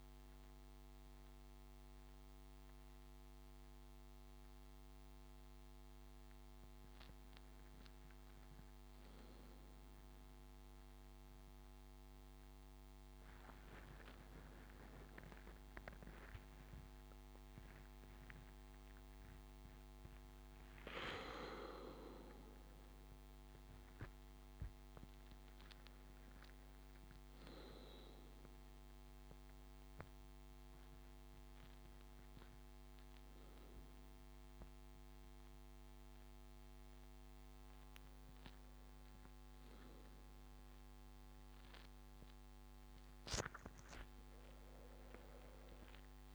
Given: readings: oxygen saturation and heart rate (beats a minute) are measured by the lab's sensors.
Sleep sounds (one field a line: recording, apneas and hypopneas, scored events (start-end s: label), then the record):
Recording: a person awake in a sleep study, by a microphone on the trachea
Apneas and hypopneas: none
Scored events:
none scored
From the record:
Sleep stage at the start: awake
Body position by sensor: on the right side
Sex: male